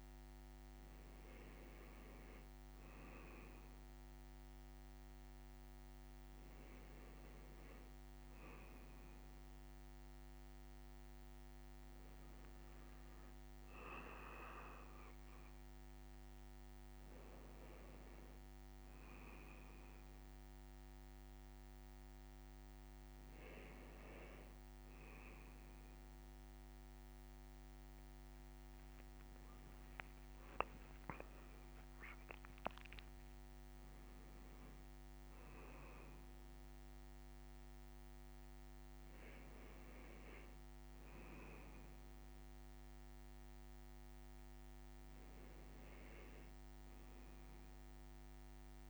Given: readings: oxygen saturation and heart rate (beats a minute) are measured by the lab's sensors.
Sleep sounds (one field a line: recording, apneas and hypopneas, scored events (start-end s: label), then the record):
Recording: a person awake in a sleep study, by a microphone on the trachea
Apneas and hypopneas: none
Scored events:
31.50-33.00 s: leg movement (device-marked)
From the record:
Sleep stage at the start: awake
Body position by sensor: on the left side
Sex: male